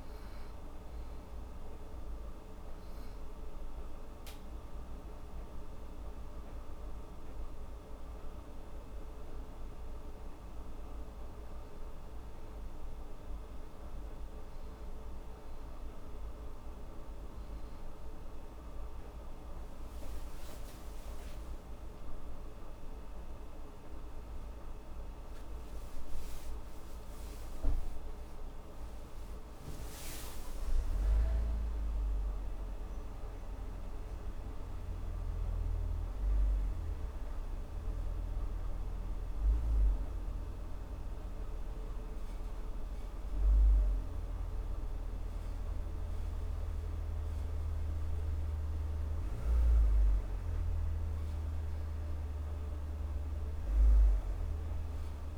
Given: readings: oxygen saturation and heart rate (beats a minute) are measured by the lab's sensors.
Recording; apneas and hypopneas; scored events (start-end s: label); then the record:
breathing in sleep, hard to hear, by a room microphone; none
25.50-29.50 s: arousal
From the record:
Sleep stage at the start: N2 (light sleep); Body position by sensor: on the back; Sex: female